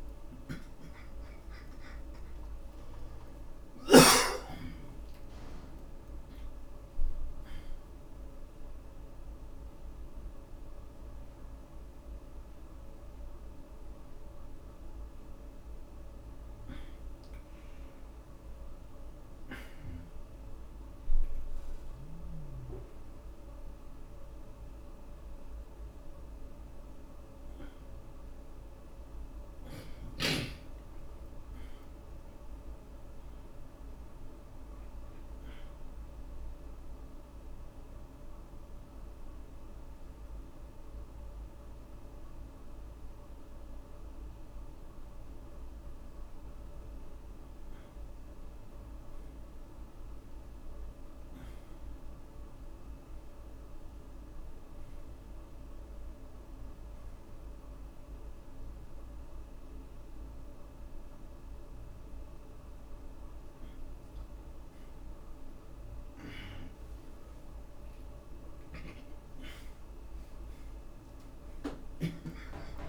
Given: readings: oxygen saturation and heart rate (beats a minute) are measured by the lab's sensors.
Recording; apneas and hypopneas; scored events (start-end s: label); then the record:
breathing in sleep, hard to hear, by a room microphone; 1
8.50-15.50 s: oxygen desaturation (device-marked, oxygen 92% before, 88% lowest, heart rate 70 before, 59 extreme)
29.50-34.00 s: arousal
37.50-48.00 s: obstructive apnea (oxygen 97% before, 86% lowest, heart rate 81 before, 76 extreme, up 3 after)
42.50-66.50 s: oxygen desaturation (device-marked, oxygen 96% before, 86% lowest, heart rate 87 before, 76 extreme)
59.50-72.89 s: new sleep stage, awake
69.50-72.89 s: snoring (device-marked)
From the record:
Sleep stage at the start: N1 (lightest sleep); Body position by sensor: upright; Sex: male